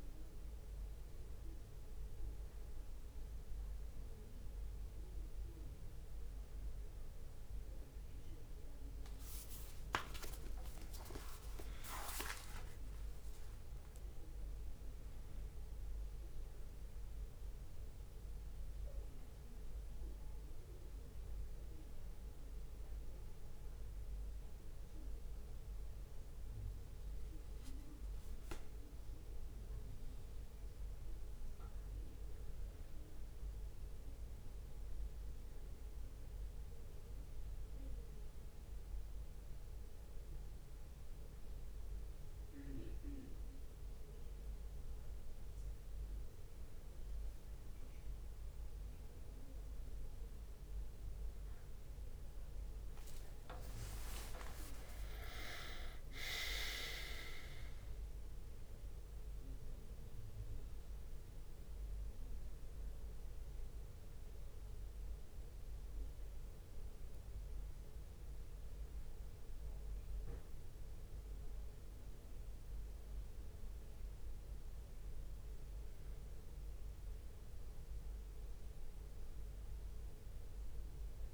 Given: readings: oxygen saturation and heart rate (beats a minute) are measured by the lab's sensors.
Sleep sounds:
breathing in sleep by a room microphone; none
8.50-13.50 s: tachycardia (device-marked, heart rate 72 before, 119 extreme)
11.50-15.00 s: leg movement (device-marked)
12.50-14.50 s: long interval between heartbeats (device-marked, heart rate 68 before, 119 extreme)
18.50-81.34 s: new sleep stage, N1 (lightest sleep)
31.50-43.50 s: drop in pulse transit time (device-marked, heart rate 79 before, 63 extreme)
50.00-59.50 s: leg movement (device-marked)
53.00-58.00 s: arousal
56.50-71.50 s: drop in pulse transit time (device-marked, heart rate 65 before, 63 extreme)
From the record:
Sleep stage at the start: N2 (light sleep); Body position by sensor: on the back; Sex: male

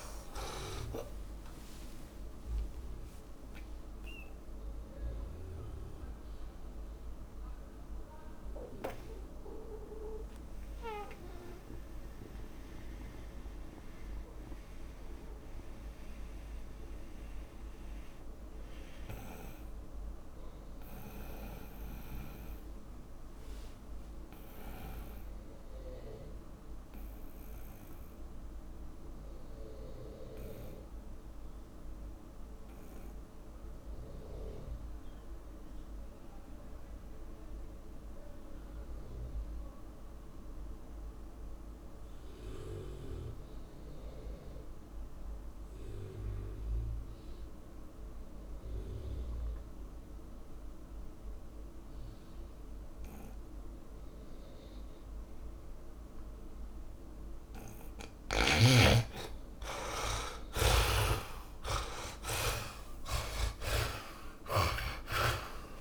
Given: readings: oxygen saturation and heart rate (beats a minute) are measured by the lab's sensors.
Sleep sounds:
breathing in sleep by a room microphone; 1
0.00-2.00 s: arousal
0.00-11.50 s: tachycardia (device-marked)
0.00-25.50 s: oxygen desaturation (device-marked, oxygen 72% lowest)
4.00-59.00 s: mixed apnea (oxygen 100% before, 71% lowest)
5.50-65.81 s: new sleep stage, REM sleep
39.50-65.81 s: oxygen desaturation (device-marked, oxygen 100% before, 71% lowest)
60.00-64.50 s: arousal
From the record:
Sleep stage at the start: N2 (light sleep); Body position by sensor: on the back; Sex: male

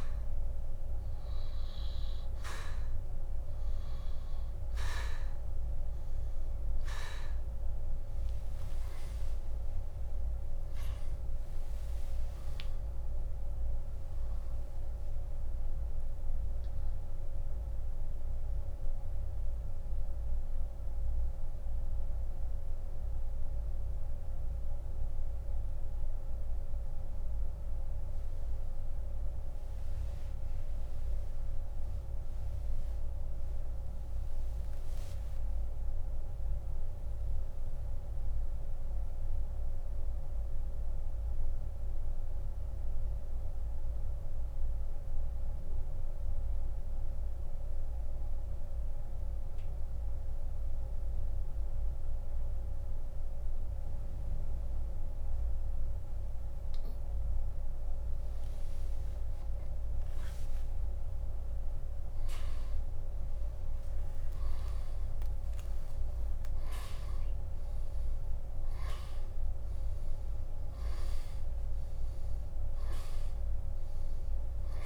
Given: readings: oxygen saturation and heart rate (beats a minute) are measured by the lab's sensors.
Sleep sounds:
breathing in sleep, hard to hear, by a room microphone; 1
4.00-15.00 s: oxygen desaturation (device-marked, oxygen 97% before, 93% lowest)
8.00-13.00 s: arousal
17.00-57.50 s: mixed apnea (oxygen 98% before, 83% lowest)
24.00-55.00 s: oxygen desaturation (device-marked, oxygen 94% before, 89% lowest)
59.50-64.50 s: arousal
From the record:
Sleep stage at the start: N2 (light sleep); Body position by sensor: on the back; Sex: male

